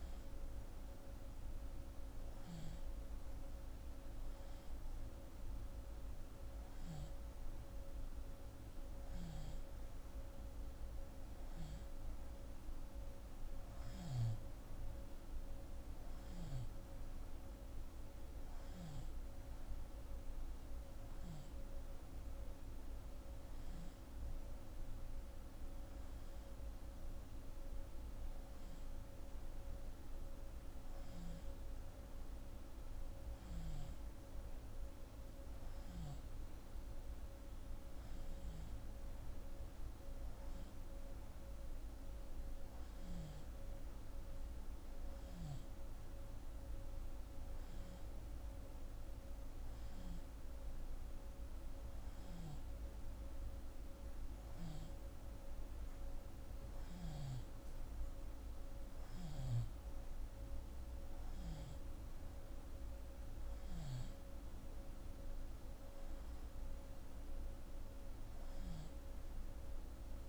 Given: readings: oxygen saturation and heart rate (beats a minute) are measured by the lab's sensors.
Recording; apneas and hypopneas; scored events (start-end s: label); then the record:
breathing in sleep, hard to hear, by a room microphone; none
none scored
From the record:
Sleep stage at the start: N2 (light sleep); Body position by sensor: on the left side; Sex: female